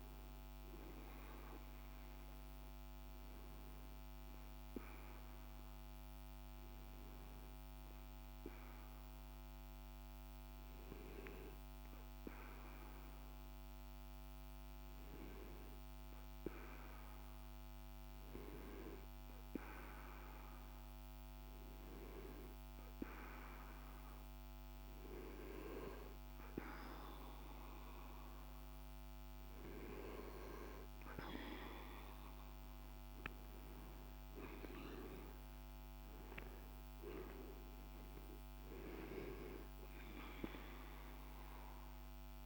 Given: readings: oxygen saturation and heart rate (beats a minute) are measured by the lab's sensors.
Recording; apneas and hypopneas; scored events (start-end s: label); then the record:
breathing in sleep by a microphone on the trachea; none
34.00-39.00 s: arousal
From the record:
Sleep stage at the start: N2 (light sleep); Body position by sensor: on the right side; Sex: male